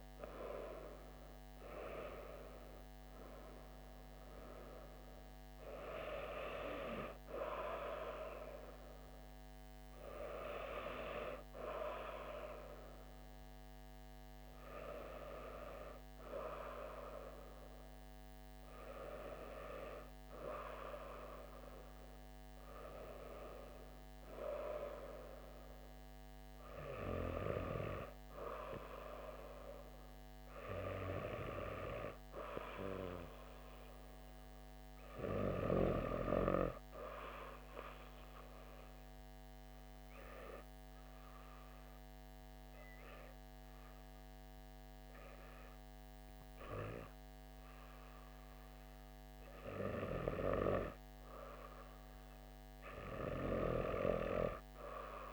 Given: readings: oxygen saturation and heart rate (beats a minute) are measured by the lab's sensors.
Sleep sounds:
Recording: breathing in sleep by a microphone on the trachea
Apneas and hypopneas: 1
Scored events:
37.00-49.50 s: hypopnea (oxygen 97% before, 94% lowest, heart rate 98 before, 76 extreme)
50.00-54.50 s: arousal
From the record:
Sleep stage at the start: N2 (light sleep)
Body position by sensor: on the back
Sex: female

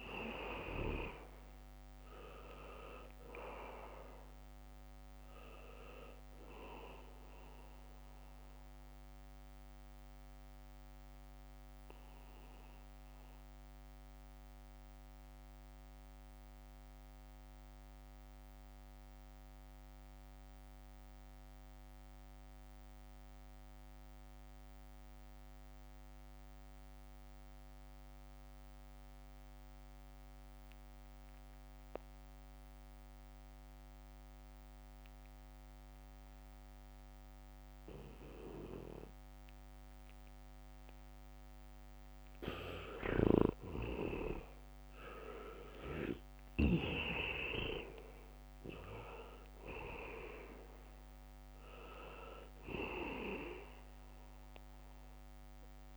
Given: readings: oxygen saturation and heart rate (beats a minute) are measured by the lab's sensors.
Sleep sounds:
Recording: breathing in sleep by a microphone on the trachea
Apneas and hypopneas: 1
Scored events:
0.00-2.00 s: arousal
0.00-22.00 s: oxygen desaturation (device-marked, oxygen 79% lowest, heart rate 65 extreme)
10.50-42.00 s: mixed apnea (oxygen 99% before, 78% lowest, heart rate 70 before, 65 extreme, up 1 after)
34.00-55.97 s: oxygen desaturation (device-marked, oxygen 99% before, 78% lowest, heart rate 73 before, 65 extreme)
43.00-47.00 s: snoring (device-marked)
44.50-49.00 s: arousal
From the record:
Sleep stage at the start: N2 (light sleep)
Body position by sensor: on the back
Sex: male

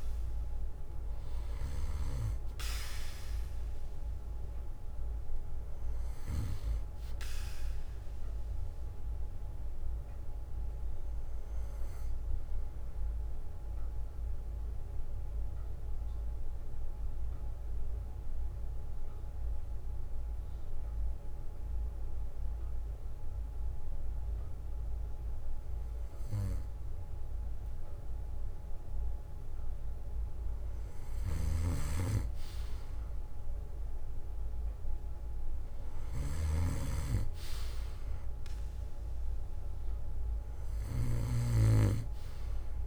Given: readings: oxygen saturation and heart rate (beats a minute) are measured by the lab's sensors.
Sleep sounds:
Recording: breathing in sleep by a room microphone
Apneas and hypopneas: 1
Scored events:
8.00-10.00 s: bradycardia (device-marked, heart rate 61 before, 61 extreme)
11.00-22.00 s: bradycardia (device-marked, heart rate 61 before, 55 extreme)
14.50-26.50 s: central apnea (oxygen 96% before, 92% lowest, heart rate 63 before, 55 extreme, up 6 after)
24.00-27.00 s: bradycardia (device-marked, heart rate 61 before, 56 extreme)
29.00-31.00 s: bradycardia (device-marked, heart rate 61 before, 59 extreme)
29.00-32.50 s: arousal
From the record:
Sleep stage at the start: N2 (light sleep)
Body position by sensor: on the back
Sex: male

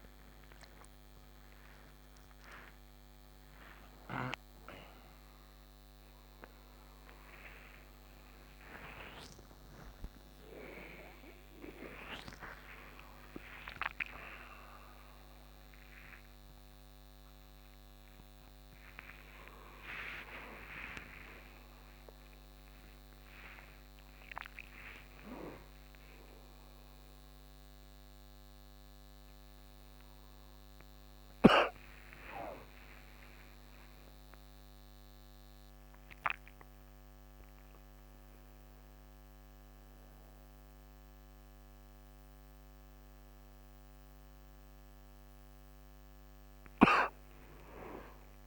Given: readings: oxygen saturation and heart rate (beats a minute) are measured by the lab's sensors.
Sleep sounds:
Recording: a person awake in a sleep study, by a microphone on the trachea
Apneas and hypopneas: none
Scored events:
18.50-30.50 s: oxygen desaturation (device-marked, oxygen 95% before, 92% lowest, heart rate 121 before, 62 extreme)
From the record:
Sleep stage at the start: awake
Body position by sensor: on the right side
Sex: male

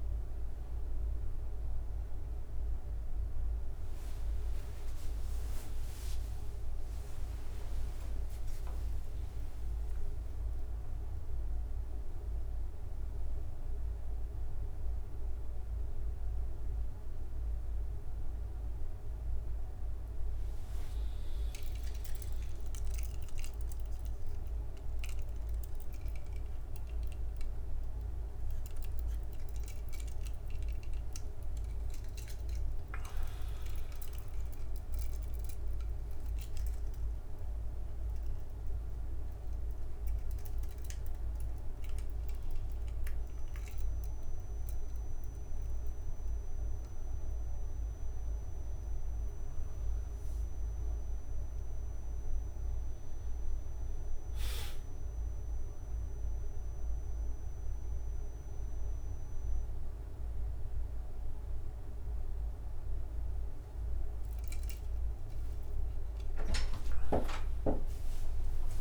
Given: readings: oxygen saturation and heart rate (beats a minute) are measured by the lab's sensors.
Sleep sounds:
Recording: a person awake in a sleep study, hard to hear, by a room microphone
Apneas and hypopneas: none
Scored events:
0.00-3.00 s: oxygen desaturation (device-marked, oxygen 93% lowest, heart rate 74 extreme)
31.00-33.00 s: long interval between heartbeats (device-marked, heart rate 80 before, 80 extreme)
59.00-68.81 s: drop in pulse transit time (device-marked, heart rate 72 before, 72 extreme)
67.00-68.81 s: tachycardia (device-marked, heart rate 80 before, 125 extreme)
From the record:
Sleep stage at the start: awake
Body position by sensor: on the right side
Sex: male

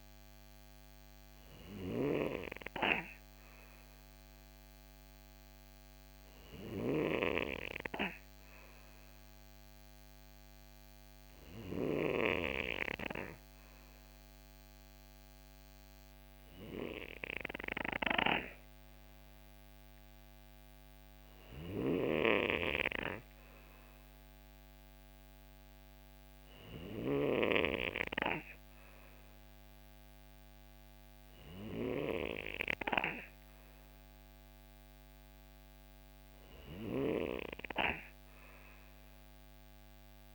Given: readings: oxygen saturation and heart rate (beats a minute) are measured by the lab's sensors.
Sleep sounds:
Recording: breathing in sleep by a microphone on the trachea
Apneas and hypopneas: none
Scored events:
none scored
From the record:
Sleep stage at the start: N2 (light sleep)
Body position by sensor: on the right side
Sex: male

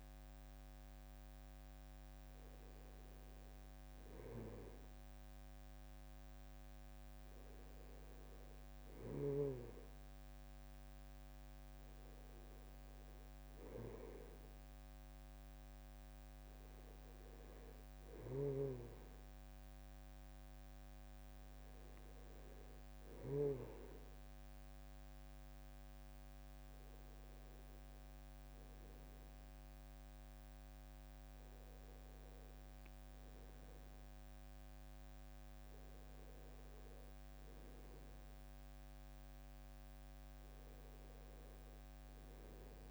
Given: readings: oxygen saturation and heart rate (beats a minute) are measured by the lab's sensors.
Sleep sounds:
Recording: breathing in sleep by a microphone on the trachea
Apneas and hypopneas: none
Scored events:
29.00-33.00 s: arousal
From the record:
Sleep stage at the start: N2 (light sleep)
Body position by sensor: on the back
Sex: male

